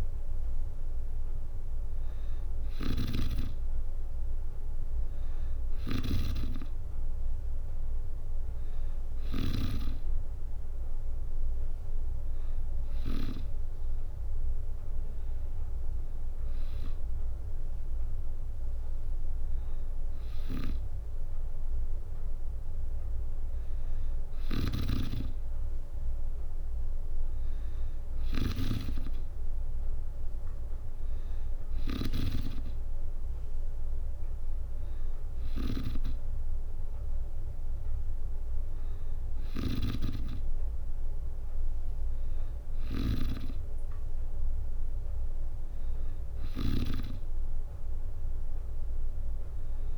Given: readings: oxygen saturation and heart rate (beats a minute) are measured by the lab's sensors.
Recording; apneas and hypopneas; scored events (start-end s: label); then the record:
breathing in sleep by a room microphone; none
0.00-9.00 s: snoring (device-marked)
24.00-49.98 s: snoring (device-marked)
From the record:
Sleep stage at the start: N2 (light sleep); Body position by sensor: on the back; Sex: female